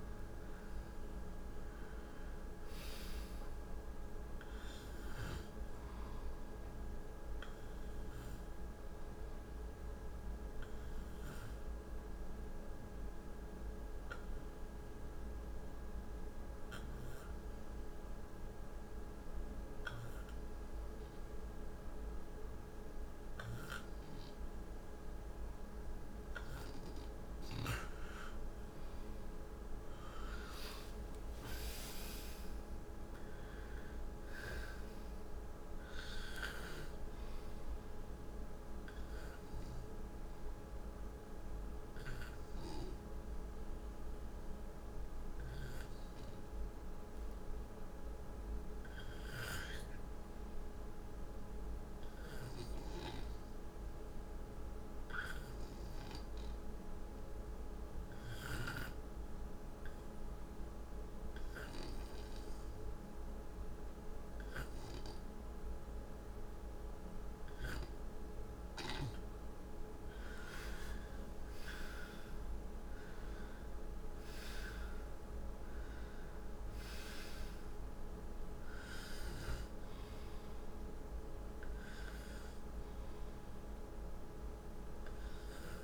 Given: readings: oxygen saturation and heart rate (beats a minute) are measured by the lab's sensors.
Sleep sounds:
breathing in sleep, hard to hear, by a room microphone; 3
1.00-20.00 s: oxygen desaturation (device-marked, oxygen 96% before, 91% lowest, heart rate 63 before, 54 extreme)
12.50-26.50 s: obstructive apnea (oxygen 97% before, 88% lowest, heart rate 66 before, 58 extreme, up 14 after)
27.50-31.00 s: arousal
31.00-53.00 s: oxygen desaturation (device-marked, oxygen 97% before, 90% lowest, heart rate 62 before, 58 extreme)
38.00-48.00 s: obstructive apnea (oxygen 97% before, 87% lowest, heart rate 67 before, 58 extreme, up 16 after)
50.50-54.50 s: arousal
58.00-68.00 s: obstructive apnea (oxygen 97% before, 87% lowest, heart rate 64 before, 57 extreme, up 12 after)
67.00-85.84 s: oxygen desaturation (device-marked, oxygen 96% before, 87% lowest, heart rate 64 before, 54 extreme)
70.00-74.50 s: arousal
From the record:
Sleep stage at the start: N2 (light sleep); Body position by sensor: on the right side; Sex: male

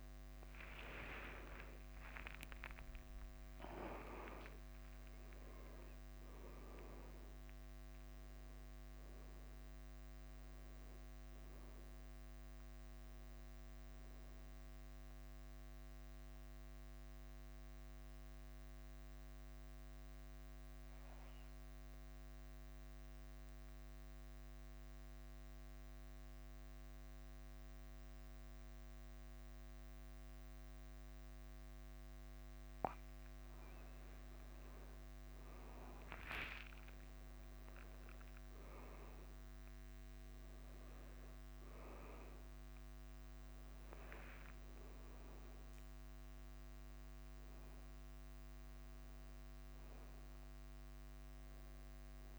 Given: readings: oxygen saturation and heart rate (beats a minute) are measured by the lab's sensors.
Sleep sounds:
breathing in sleep by a microphone on the trachea; 1
0.00-3.00 s: arousal
0.00-50.00 s: bradycardia (device-marked, heart rate 43 extreme)
15.50-32.50 s: central apnea (oxygen 100% before, 96% lowest, heart rate 51 before, 43 extreme, up 16 after)
34.00-39.00 s: arousal
From the record:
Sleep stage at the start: N2 (light sleep); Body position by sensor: on the back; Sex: male

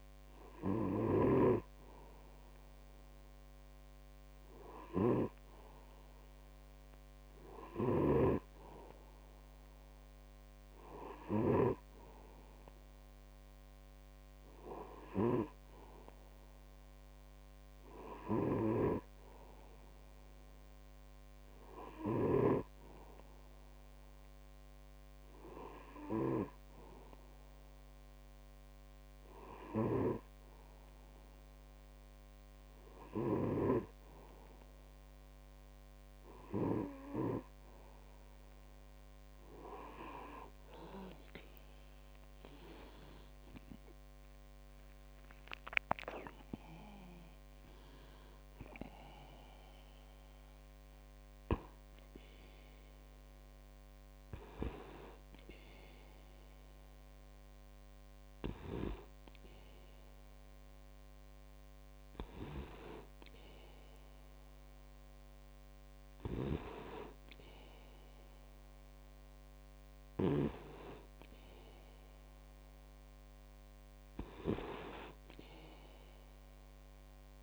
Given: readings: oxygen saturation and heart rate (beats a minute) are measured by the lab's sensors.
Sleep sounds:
breathing in sleep by a microphone on the trachea; 1
26.50-38.00 s: hypopnea (oxygen 97% before, 94% lowest, heart rate 57 before, 47 extreme, up 8 after)
43.00-47.00 s: arousal
66.00-70.50 s: snoring (device-marked)
From the record:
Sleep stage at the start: N2 (light sleep); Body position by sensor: on the back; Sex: male

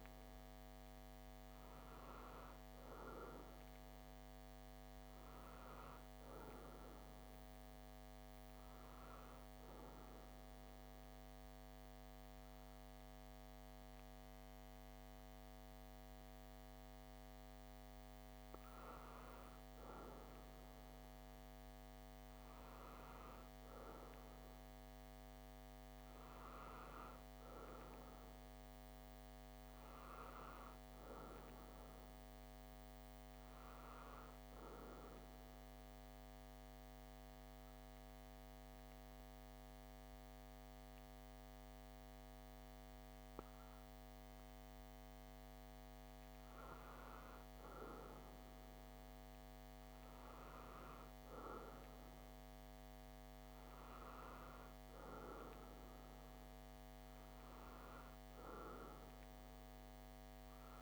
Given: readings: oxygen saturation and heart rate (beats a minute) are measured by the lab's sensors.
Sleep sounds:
breathing in sleep, hard to hear, by a microphone on the trachea; 2
8.50-18.50 s: central apnea (oxygen 95% before, 93% lowest, heart rate 53 before, 37 extreme, up 41 after)
21.00-25.50 s: arousal
34.00-45.50 s: obstructive apnea (oxygen 95% before, 92% lowest)
49.00-54.00 s: arousal
From the record:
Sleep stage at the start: REM sleep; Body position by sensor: on the back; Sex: male

